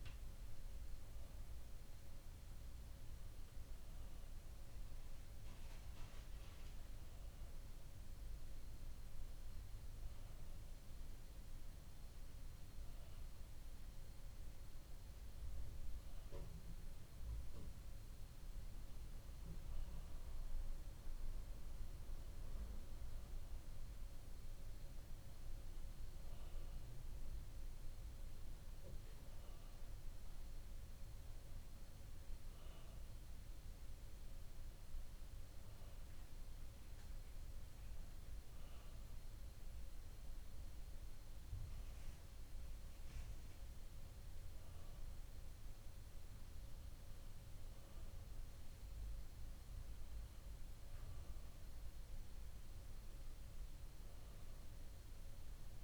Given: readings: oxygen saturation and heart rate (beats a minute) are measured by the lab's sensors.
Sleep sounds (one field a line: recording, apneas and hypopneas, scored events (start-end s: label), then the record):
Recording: breathing in sleep, hard to hear, by a room microphone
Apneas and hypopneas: none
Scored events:
none scored
From the record:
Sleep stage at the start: N2 (light sleep)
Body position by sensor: on the back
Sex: male